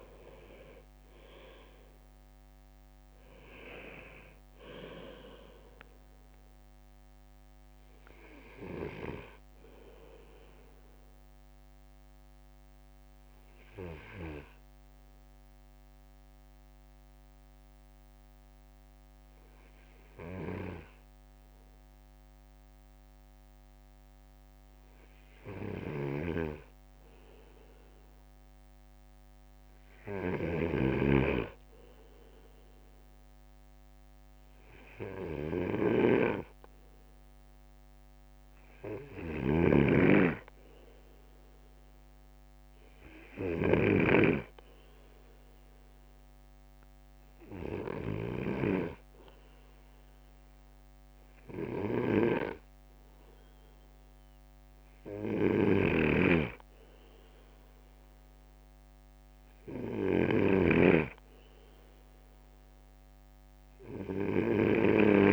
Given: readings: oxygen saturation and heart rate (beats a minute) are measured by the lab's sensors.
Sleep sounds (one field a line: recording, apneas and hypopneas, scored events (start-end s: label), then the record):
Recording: breathing in sleep by a microphone on the trachea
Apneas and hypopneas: 1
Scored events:
1.00-2.00 s: leg movement (device-marked)
8.50-27.00 s: obstructive apnea (oxygen 98% before, 97% lowest)
25.50-65.33 s: snoring (device-marked)
30.00-33.50 s: arousal
From the record:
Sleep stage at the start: N2 (light sleep)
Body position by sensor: on the right side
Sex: male